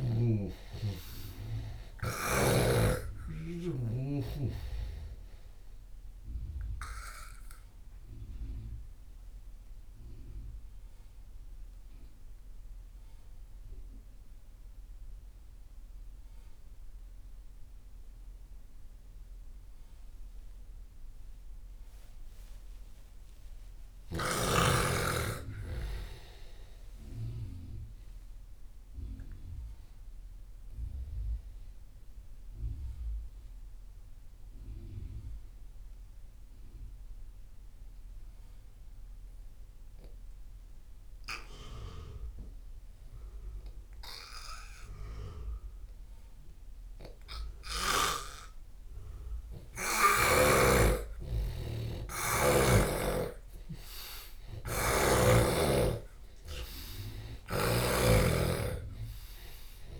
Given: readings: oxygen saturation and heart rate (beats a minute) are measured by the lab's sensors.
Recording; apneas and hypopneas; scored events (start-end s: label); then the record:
breathing in sleep by a room microphone; 2
0.00-2.50 s: snoring (device-marked)
1.50-26.50 s: oxygen desaturation (device-marked, oxygen 96% before, 85% lowest)
8.50-22.00 s: central apnea (oxygen 98% before, 83% lowest)
22.50-26.50 s: arousal
31.00-50.00 s: obstructive apnea (oxygen 99% before, 83% lowest)
51.50-55.00 s: arousal
57.50-60.00 s: oxygen desaturation (device-marked, oxygen 96% before, 83% lowest)
From the record:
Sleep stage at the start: N2 (light sleep); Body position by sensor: on the left side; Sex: male